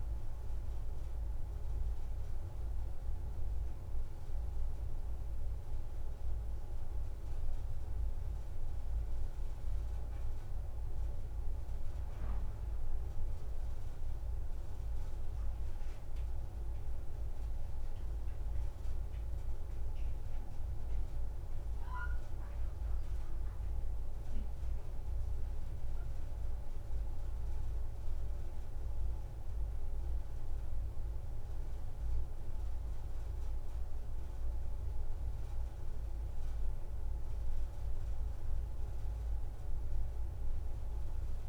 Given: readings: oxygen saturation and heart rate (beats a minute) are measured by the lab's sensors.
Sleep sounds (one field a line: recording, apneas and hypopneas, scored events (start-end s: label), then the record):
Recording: breathing in sleep, hard to hear, by a room microphone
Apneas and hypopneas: none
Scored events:
none scored
From the record:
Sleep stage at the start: N1 (lightest sleep)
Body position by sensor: on the back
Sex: female